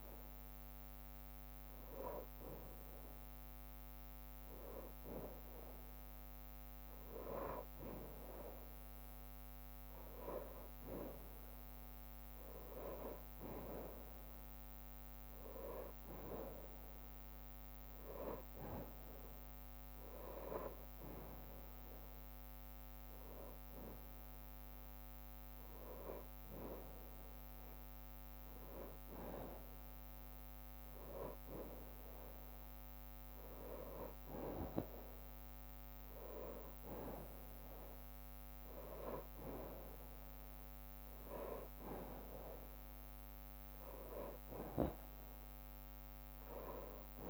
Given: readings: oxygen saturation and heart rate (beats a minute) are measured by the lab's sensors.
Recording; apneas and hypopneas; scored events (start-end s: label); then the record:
breathing in sleep by a microphone on the trachea; none
0.00-6.00 s: bradycardia (device-marked, heart rate 51 extreme)
11.00-18.00 s: bradycardia (device-marked, heart rate 62 before, 57 extreme)
25.00-32.00 s: bradycardia (device-marked, heart rate 62 before, 56 extreme)
From the record:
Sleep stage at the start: N2 (light sleep); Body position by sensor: on the back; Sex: male